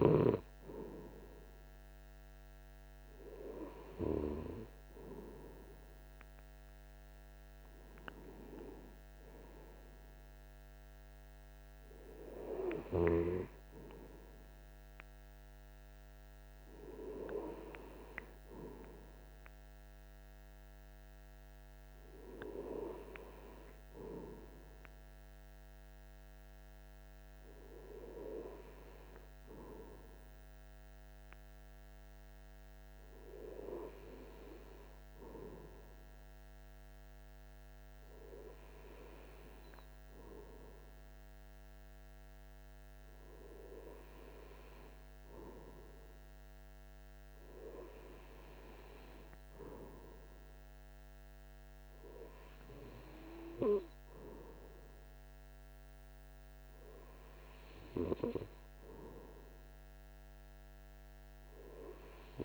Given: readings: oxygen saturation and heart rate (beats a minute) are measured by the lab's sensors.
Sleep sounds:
breathing in sleep by a microphone on the trachea; none
none scored
From the record:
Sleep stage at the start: N2 (light sleep); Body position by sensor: on the right side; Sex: male

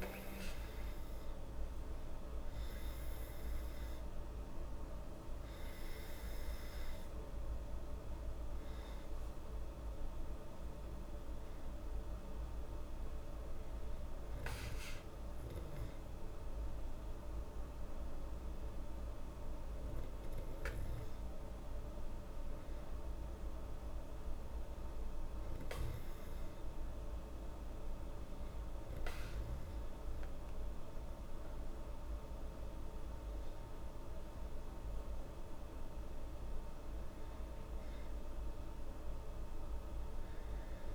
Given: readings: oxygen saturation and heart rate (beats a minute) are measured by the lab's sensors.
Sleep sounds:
breathing in sleep, hard to hear, by a room microphone; none
none scored
From the record:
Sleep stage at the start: N2 (light sleep); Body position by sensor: on the back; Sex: female

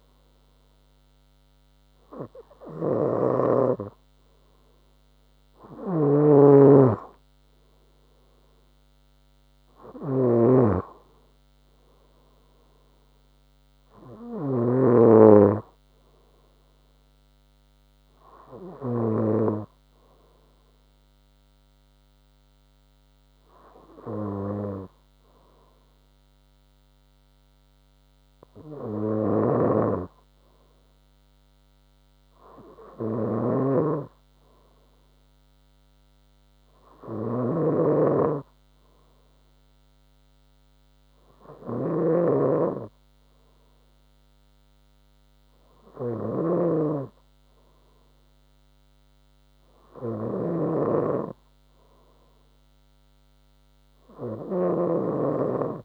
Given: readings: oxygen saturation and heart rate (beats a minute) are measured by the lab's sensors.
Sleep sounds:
breathing in sleep by a microphone on the trachea; none
0.00-19.50 s: snoring (device-marked)
29.50-55.85 s: snoring (device-marked)
From the record:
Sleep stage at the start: N3 (deep sleep); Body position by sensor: on the front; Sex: female

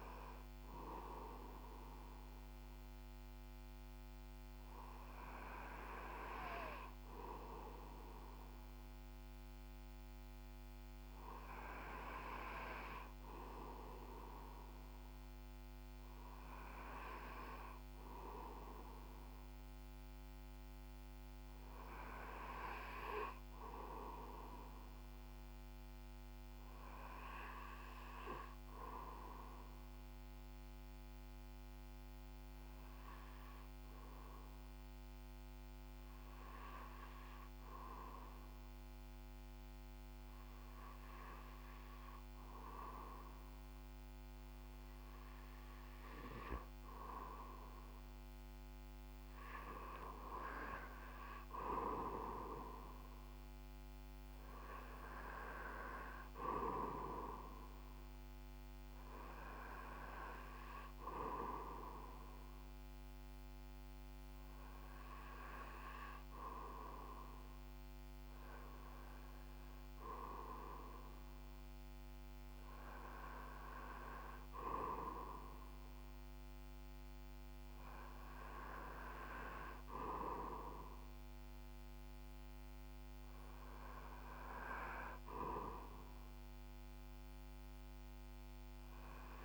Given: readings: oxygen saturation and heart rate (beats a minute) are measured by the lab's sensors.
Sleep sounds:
breathing in sleep by a microphone on the trachea; 1
27.50-44.50 s: hypopnea (oxygen 98% before, 94% lowest, heart rate 58 before, 61 extreme, up 0 after)
43.00-72.00 s: oxygen desaturation (device-marked, oxygen 97% before, 94% lowest, heart rate 61 before, 62 extreme)
46.50-50.00 s: arousal
From the record:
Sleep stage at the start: REM sleep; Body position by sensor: on the back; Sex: male

